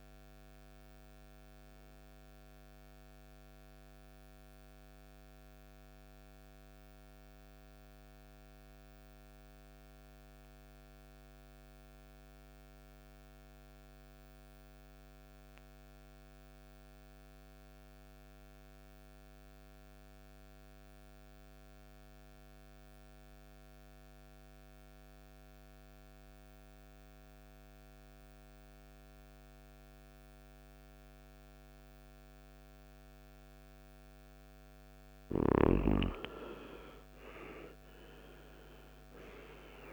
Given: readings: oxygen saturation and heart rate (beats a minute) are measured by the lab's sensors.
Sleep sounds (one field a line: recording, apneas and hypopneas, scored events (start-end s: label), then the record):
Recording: breathing in sleep by a microphone on the trachea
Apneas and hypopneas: 1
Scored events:
0.00-9.50 s: oxygen desaturation (device-marked, oxygen 89% lowest, heart rate 55 extreme)
2.00-32.00 s: mixed apnea (oxygen 99% before, 84% lowest, heart rate 65 before, 55 extreme, up 10 after)
29.50-39.93 s: oxygen desaturation (device-marked, oxygen 98% before, 84% lowest, heart rate 58 before, 52 extreme)
35.00-39.93 s: arousal
From the record:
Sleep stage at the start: N2 (light sleep)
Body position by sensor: on the right side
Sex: male